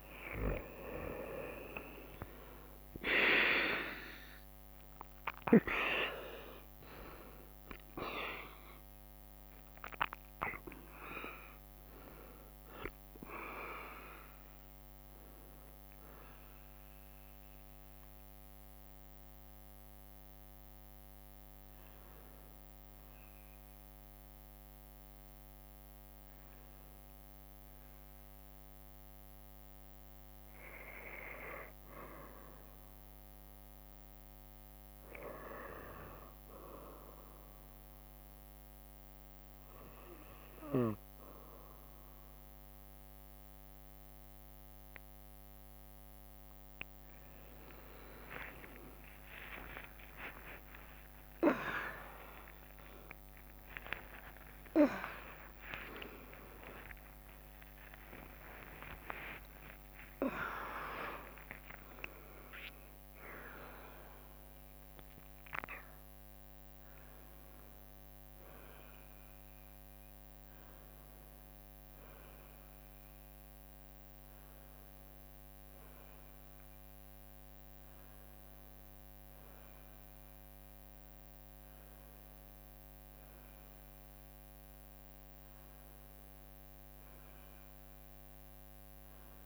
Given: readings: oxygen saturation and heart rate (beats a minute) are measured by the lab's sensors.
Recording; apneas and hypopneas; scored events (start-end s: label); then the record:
breathing in sleep by a microphone on the trachea; 1
2.00-16.00 s: drop in pulse transit time (device-marked, heart rate 61 before, 63 extreme)
35.00-46.00 s: obstructive apnea (oxygen 99% before, 95% lowest, heart rate 65 before, 61 extreme, up 35 after)
48.00-50.00 s: long interval between heartbeats (device-marked, heart rate 63 before, 73 extreme)
48.00-71.00 s: drop in pulse transit time (device-marked, heart rate 63 before, 73 extreme)
49.00-55.00 s: arousal
56.00-58.00 s: long interval between heartbeats (device-marked, heart rate 73 before, 78 extreme)
57.00-59.00 s: tachycardia (device-marked, heart rate 62 before, 80 extreme)
60.00-62.00 s: long interval between heartbeats (device-marked, heart rate 76 before, 102 extreme)
62.00-89.46 s: new sleep stage, N1 (lightest sleep)
From the record:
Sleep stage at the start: N2 (light sleep); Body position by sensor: on the right side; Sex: female